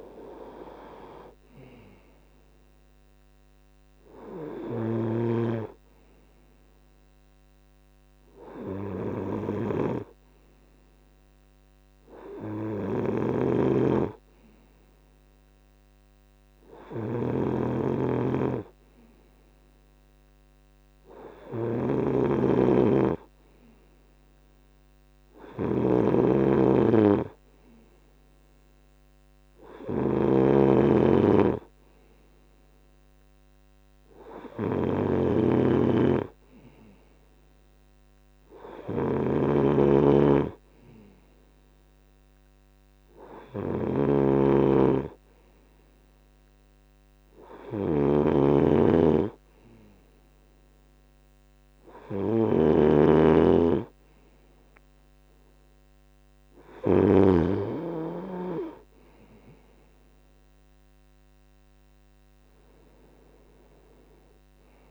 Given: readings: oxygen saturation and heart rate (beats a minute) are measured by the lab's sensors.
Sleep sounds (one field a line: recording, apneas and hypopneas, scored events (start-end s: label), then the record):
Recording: breathing in sleep by a microphone on the trachea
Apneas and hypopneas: none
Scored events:
4.00-56.50 s: snoring (device-marked)
61.00-64.91 s: arousal
From the record:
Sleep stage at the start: N2 (light sleep)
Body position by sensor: on the right side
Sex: male